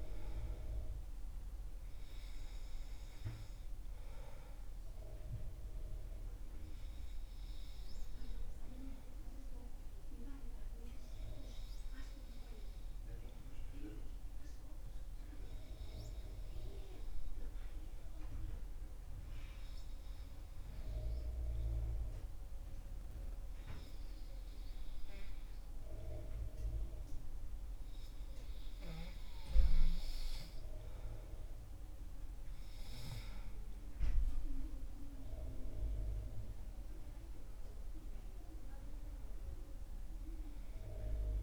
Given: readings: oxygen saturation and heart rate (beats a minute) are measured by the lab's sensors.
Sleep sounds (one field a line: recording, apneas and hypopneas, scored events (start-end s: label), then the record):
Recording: breathing in sleep by a room microphone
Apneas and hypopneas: 1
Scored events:
13.50-29.50 s: hypopnea (oxygen 97% before, 95% lowest, heart rate 68 before, 64 extreme, up 6 after)
32.50-37.00 s: arousal
From the record:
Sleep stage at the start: N2 (light sleep)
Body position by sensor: on the back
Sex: male